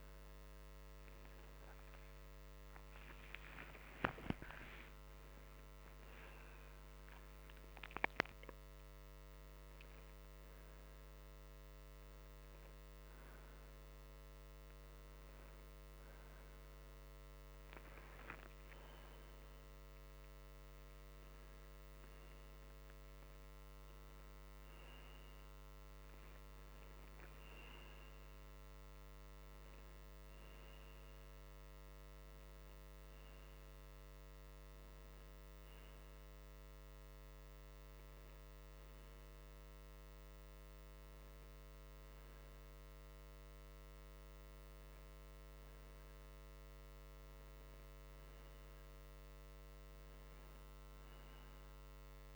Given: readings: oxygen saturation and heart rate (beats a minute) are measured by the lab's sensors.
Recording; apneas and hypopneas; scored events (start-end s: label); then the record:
breathing in sleep, hard to hear, by a microphone on the trachea; none
3.00-8.50 s: arousal
18.00-52.36 s: new sleep stage, N2 (light sleep)
From the record:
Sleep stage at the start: N1 (lightest sleep); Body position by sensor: on the right side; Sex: male